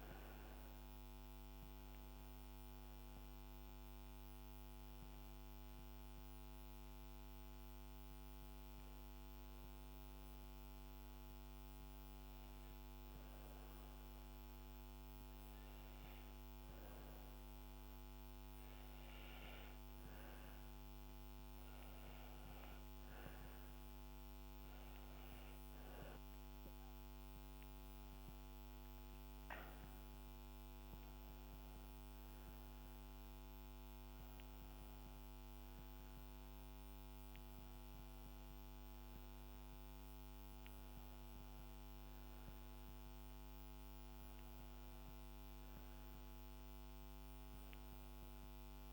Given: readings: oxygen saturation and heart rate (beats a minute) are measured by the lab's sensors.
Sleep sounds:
breathing in sleep, hard to hear, by a microphone on the trachea; 1
0.00-5.00 s: oxygen desaturation (device-marked, oxygen 95% lowest, heart rate 68 extreme)
4.00-34.00 s: new sleep stage, N2 (light sleep)
5.00-17.50 s: hypopnea (oxygen 99% before, 94% lowest, heart rate 74 before, 67 extreme, up 1 after)
20.00-23.50 s: arousal
34.00-48.93 s: new sleep stage, N1 (lightest sleep)
From the record:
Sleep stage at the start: N1 (lightest sleep); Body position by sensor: on the back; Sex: female

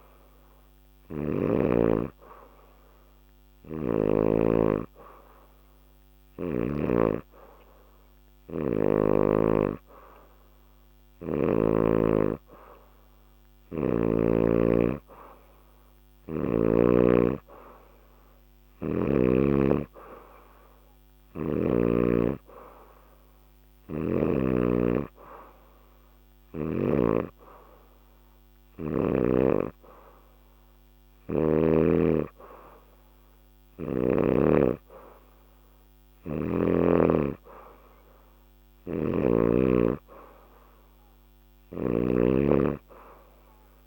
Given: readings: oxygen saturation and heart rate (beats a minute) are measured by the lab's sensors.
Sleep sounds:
breathing in sleep by a microphone on the trachea; none
0.00-1.50 s: snoring (device-marked)
38.50-42.00 s: snoring (device-marked)
From the record:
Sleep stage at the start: N2 (light sleep); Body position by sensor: on the back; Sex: female

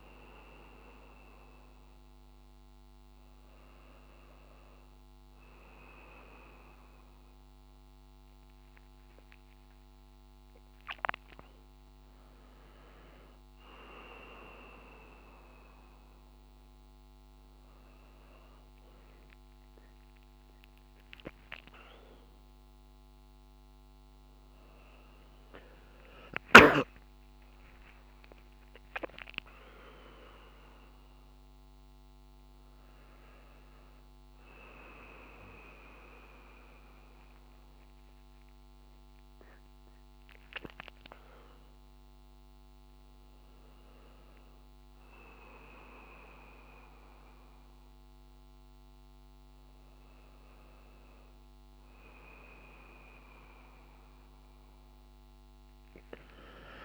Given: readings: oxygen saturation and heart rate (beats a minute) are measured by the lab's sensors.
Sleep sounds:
a person awake in a sleep study, by a microphone on the trachea; none
55.00-56.85 s: tachycardia (device-marked, heart rate 56 before, 219 extreme)
From the record:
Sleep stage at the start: awake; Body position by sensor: on the back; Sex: male

